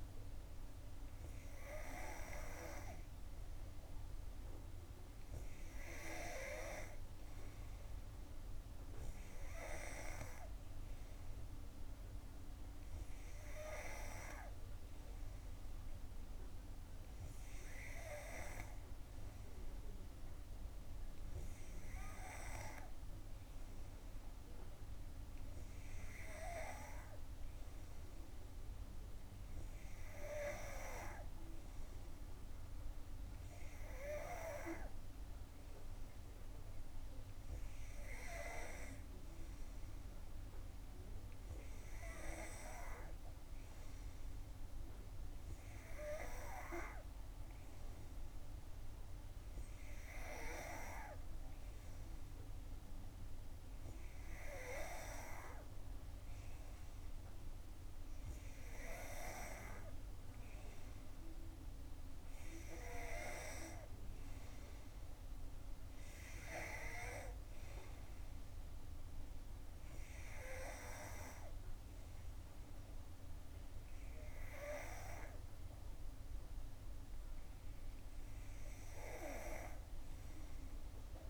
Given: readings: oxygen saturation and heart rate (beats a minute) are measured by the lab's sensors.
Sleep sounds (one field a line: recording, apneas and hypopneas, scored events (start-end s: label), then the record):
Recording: breathing in sleep by a room microphone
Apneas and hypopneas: none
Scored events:
none scored
From the record:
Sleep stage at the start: N3 (deep sleep)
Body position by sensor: on the back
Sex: female